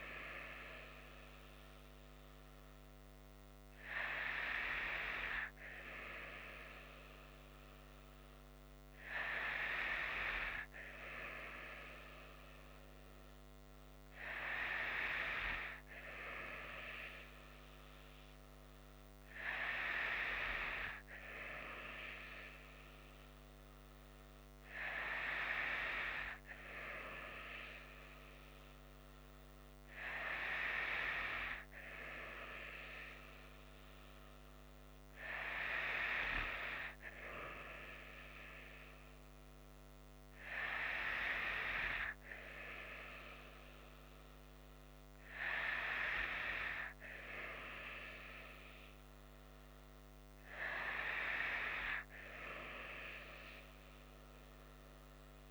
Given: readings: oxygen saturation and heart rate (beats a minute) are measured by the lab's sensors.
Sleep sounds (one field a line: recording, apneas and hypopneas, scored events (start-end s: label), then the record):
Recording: breathing in sleep by a microphone on the trachea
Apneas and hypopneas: none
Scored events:
none scored
From the record:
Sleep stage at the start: N2 (light sleep)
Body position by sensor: on the right side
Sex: female